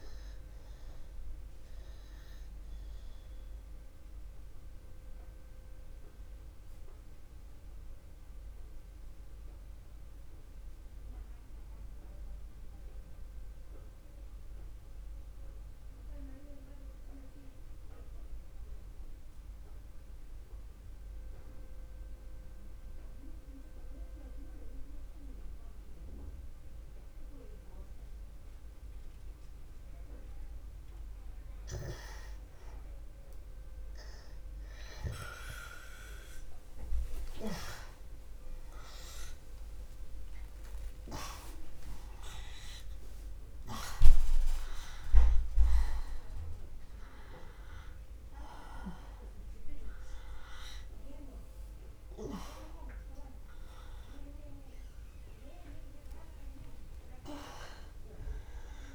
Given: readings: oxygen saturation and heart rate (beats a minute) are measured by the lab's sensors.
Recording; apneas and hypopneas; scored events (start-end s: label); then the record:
breathing in sleep by a room microphone; 1
0.00-10.00 s: oxygen desaturation (device-marked, oxygen 89% lowest, heart rate 61 extreme)
2.50-31.50 s: obstructive apnea (oxygen 98% before, 82% lowest, heart rate 65 before, 61 extreme, up 0 after)
33.00-38.50 s: arousal
34.00-58.95 s: oxygen desaturation (device-marked, oxygen 95% before, 82% lowest, heart rate 61 before, 61 extreme)
From the record:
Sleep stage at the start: N2 (light sleep); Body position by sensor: on the back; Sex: male